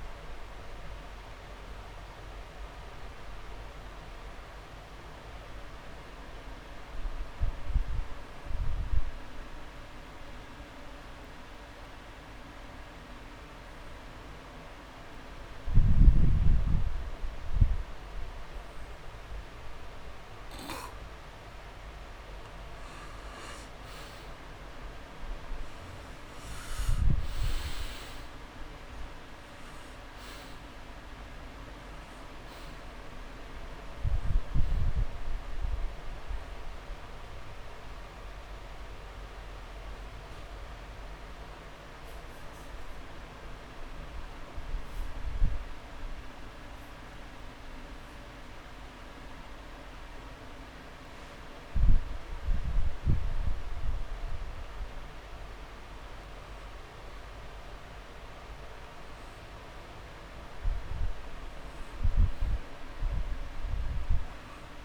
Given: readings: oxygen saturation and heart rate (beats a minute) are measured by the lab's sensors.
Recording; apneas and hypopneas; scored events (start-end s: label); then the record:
breathing in sleep, hard to hear, by a room microphone; 2
5.00-22.50 s: obstructive apnea (oxygen 99% before, 87% lowest)
25.50-28.50 s: arousal
29.50-64.85 s: oxygen desaturation (device-marked, oxygen 97% before, 87% lowest)
39.50-52.50 s: hypopnea (oxygen 97% before, 87% lowest)
54.00-57.50 s: arousal
From the record:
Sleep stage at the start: N2 (light sleep); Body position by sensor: on the back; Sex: male